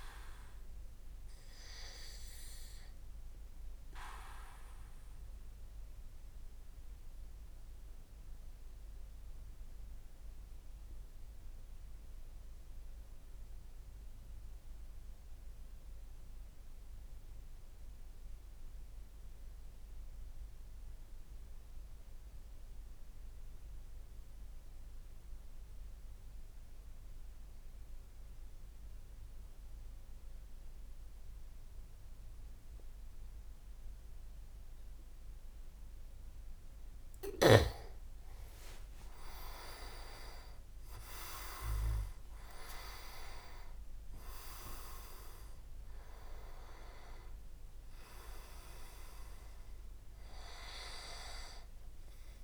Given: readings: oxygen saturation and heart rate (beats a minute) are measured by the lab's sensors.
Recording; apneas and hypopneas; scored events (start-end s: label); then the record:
breathing in sleep by a room microphone; 1
3.00-36.50 s: mixed apnea (oxygen 97% before, 94% lowest, heart rate 72 before, 59 extreme, up 28 after)
32.00-52.44 s: oxygen desaturation (device-marked, oxygen 99% before, 94% lowest, heart rate 60 before, 60 extreme)
38.00-42.50 s: arousal
41.50-44.00 s: leg movement (device-marked)
From the record:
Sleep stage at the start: N2 (light sleep); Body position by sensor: on the back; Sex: male